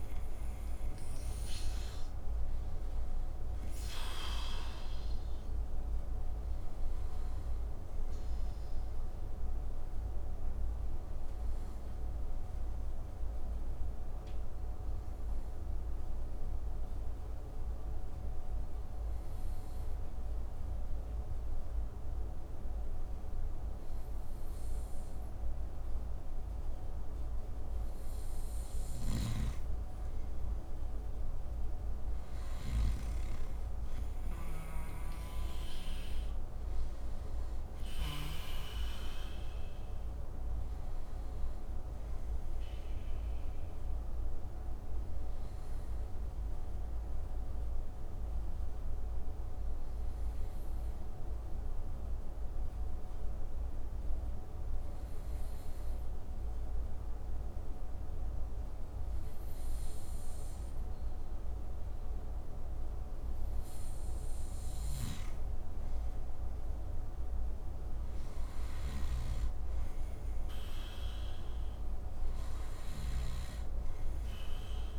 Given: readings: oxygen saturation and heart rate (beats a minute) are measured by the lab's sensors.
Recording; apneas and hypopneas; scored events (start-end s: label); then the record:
breathing in sleep, hard to hear, by a room microphone; 2
3.00-22.00 s: oxygen desaturation (device-marked, oxygen 96% before, 90% lowest)
9.00-27.50 s: obstructive apnea (oxygen 96% before, 89% lowest)
28.00-32.50 s: snoring (device-marked)
29.00-33.50 s: arousal
32.00-56.00 s: oxygen desaturation (device-marked, oxygen 96% before, 89% lowest)
34.50-38.00 s: snoring (device-marked)
45.00-63.00 s: obstructive apnea (oxygen 96% before, 89% lowest)
64.00-68.50 s: snoring (device-marked)
66.00-69.50 s: arousal
71.00-74.98 s: oxygen desaturation (device-marked, oxygen 96% before, 90% lowest)
From the record:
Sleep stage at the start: N2 (light sleep); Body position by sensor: on the right side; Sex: male